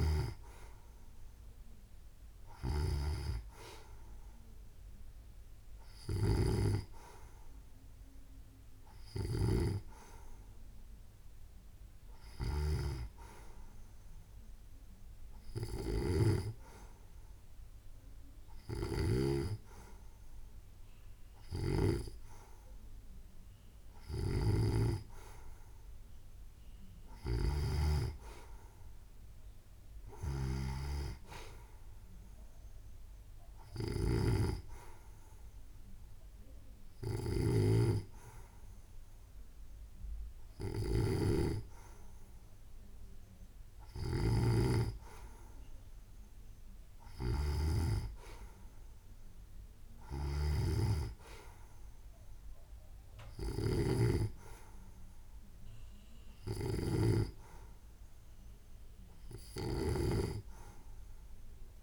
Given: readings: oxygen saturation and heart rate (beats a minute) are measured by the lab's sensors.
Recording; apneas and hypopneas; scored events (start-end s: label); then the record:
breathing in sleep by a room microphone; none
none scored
From the record:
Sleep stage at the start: N2 (light sleep); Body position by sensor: on the right side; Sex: female